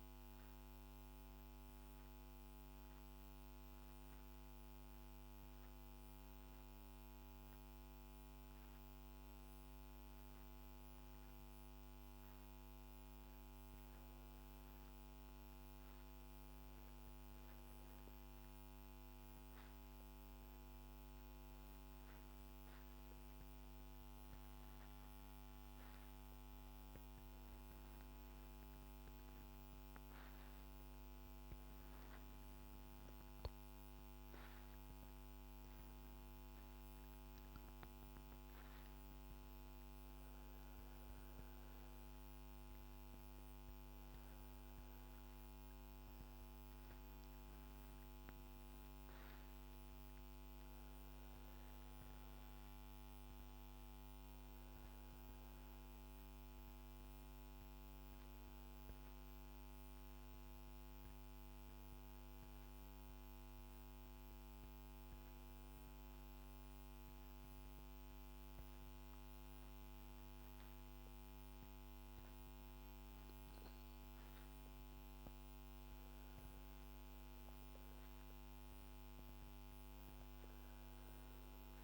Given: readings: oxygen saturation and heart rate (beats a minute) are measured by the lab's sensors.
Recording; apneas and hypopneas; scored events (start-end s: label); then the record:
breathing in sleep, hard to hear, by a microphone on the trachea; 1
0.00-4.00 s: arousal
7.50-21.00 s: hypopnea (oxygen 100% before, 96% lowest, heart rate 73 before, 65 extreme, up 1 after)
21.50-37.50 s: oxygen desaturation (device-marked, oxygen 100% before, 96% lowest, heart rate 66 before, 65 extreme)
23.00-27.00 s: arousal
From the record:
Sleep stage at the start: N2 (light sleep); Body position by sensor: on the back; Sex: female